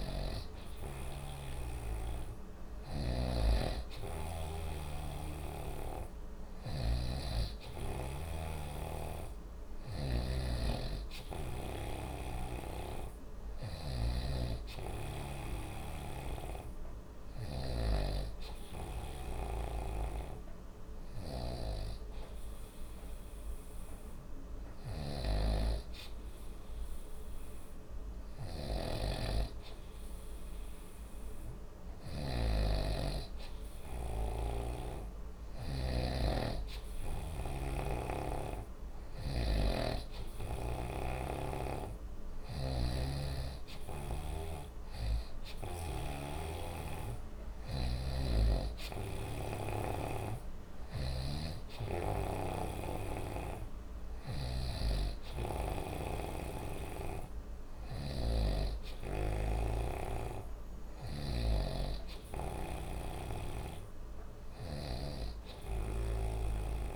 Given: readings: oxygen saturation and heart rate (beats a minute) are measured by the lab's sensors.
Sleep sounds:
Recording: breathing in sleep by a room microphone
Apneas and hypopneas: none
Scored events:
0.00-14.00 s: snoring (device-marked)
28.50-36.00 s: snoring (device-marked)
48.00-54.50 s: snoring (device-marked)
59.00-65.00 s: snoring (device-marked)
From the record:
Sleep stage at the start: N2 (light sleep)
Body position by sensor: on the right side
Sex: male

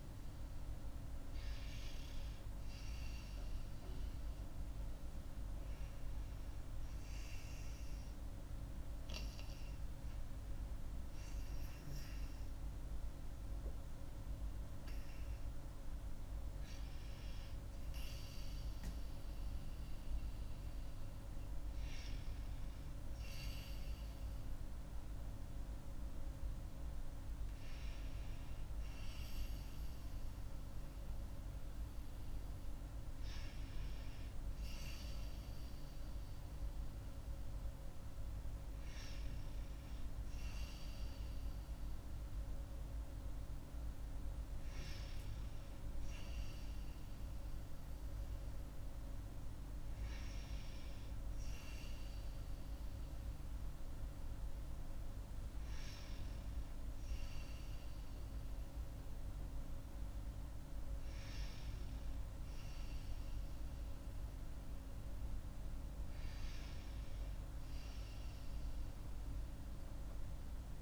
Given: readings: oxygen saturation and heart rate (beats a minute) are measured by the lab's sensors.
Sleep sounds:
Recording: breathing in sleep, hard to hear, by a room microphone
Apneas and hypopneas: none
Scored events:
none scored
From the record:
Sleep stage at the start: N2 (light sleep)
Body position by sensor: on the right side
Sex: female

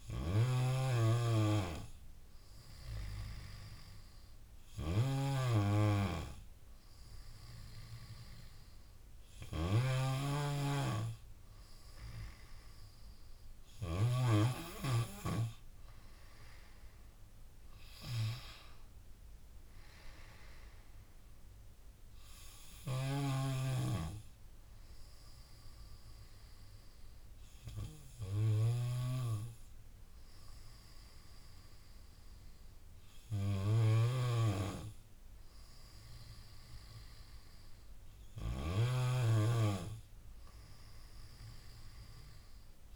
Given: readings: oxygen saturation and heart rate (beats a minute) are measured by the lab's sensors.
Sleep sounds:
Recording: breathing in sleep by a room microphone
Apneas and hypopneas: none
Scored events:
0.00-14.00 s: snoring (device-marked)
22.50-42.96 s: snoring (device-marked)
From the record:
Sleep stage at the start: N2 (light sleep)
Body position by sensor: on the back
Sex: female

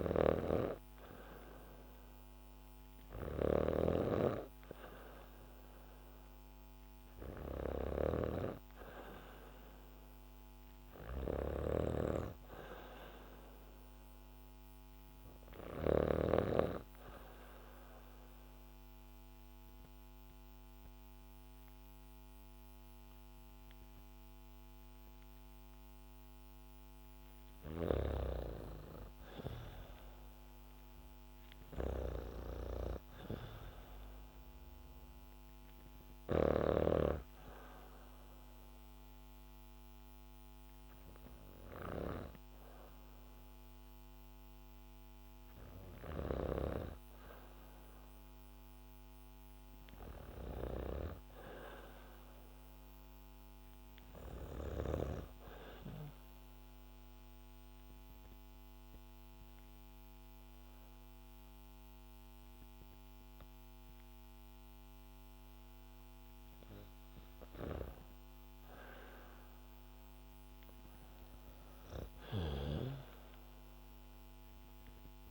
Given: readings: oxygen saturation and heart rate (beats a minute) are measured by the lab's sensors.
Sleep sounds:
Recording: breathing in sleep by a microphone on the trachea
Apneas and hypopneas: 2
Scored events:
0.00-15.50 s: snoring (device-marked)
16.50-26.50 s: obstructive apnea (oxygen 97% before, 94% lowest, heart rate 72 before, 64 extreme, up 0 after)
29.00-33.00 s: arousal
45.50-54.50 s: snoring (device-marked)
56.00-68.00 s: obstructive apnea (oxygen 99% before, 95% lowest, heart rate 69 before, 64 extreme, up 6 after)
69.50-72.50 s: arousal
72.00-75.31 s: snoring (device-marked)
From the record:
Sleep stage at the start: N2 (light sleep)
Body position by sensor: on the back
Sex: female

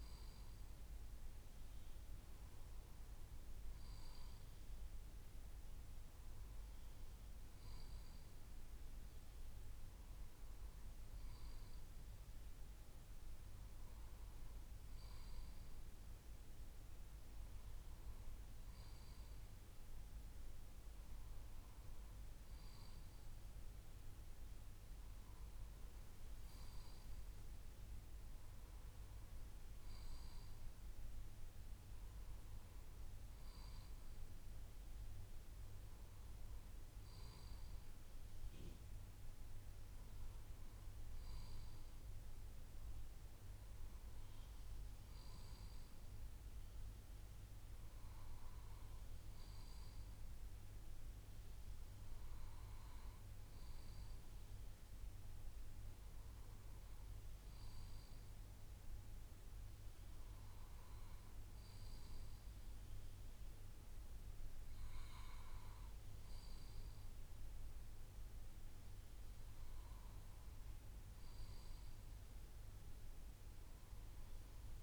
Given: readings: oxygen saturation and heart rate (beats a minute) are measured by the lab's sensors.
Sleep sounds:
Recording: breathing in sleep, hard to hear, by a room microphone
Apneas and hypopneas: none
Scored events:
none scored
From the record:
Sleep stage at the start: N2 (light sleep)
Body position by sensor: on the left side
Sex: male

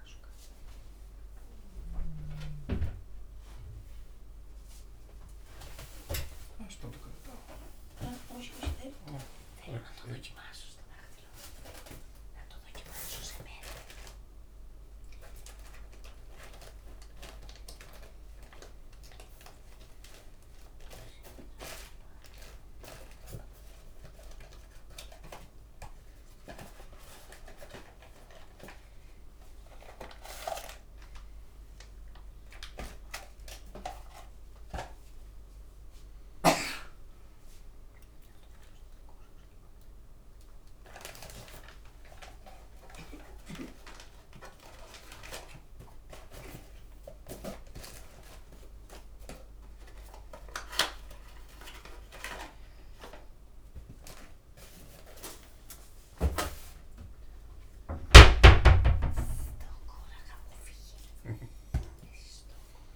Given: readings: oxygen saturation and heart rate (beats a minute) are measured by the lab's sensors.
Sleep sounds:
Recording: a person awake in a sleep study, by a room microphone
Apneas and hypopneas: none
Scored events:
4.50-10.00 s: leg movement (device-marked)
10.50-13.50 s: leg movement (device-marked)
39.50-41.00 s: leg movement (device-marked)
From the record:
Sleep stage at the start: awake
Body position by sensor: on the back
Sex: male

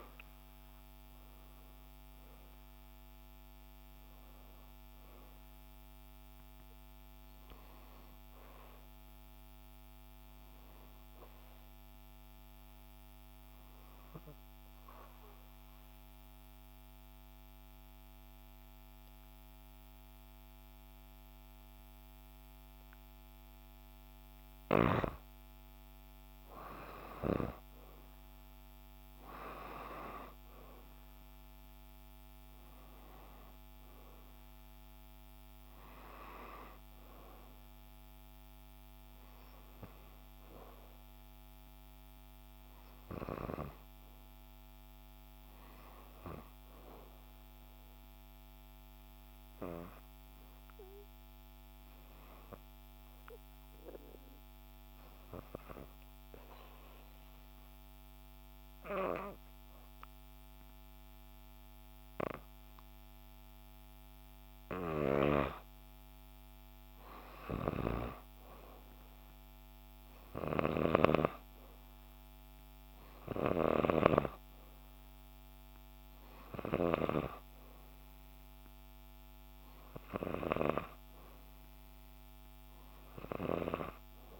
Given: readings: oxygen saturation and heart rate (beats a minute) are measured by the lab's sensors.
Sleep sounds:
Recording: breathing in sleep by a microphone on the trachea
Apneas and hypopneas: 2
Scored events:
0.00-22.50 s: oxygen desaturation (device-marked, oxygen 90% lowest, heart rate 59 extreme)
10.50-24.00 s: obstructive apnea (oxygen 93% before, 88% lowest, heart rate 63 before, 59 extreme, up 4 after)
27.00-31.00 s: arousal
32.50-57.50 s: oxygen desaturation (device-marked, oxygen 96% before, 88% lowest, heart rate 60 before, 59 extreme)
49.00-66.00 s: obstructive apnea (oxygen 96% before, 89% lowest, heart rate 61 before, 60 extreme, up 1 after)
68.00-71.00 s: arousal
70.50-84.40 s: oxygen desaturation (device-marked, oxygen 96% before, 89% lowest, heart rate 60 before, 60 extreme)
From the record:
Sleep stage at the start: N2 (light sleep)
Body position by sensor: on the right side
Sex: female

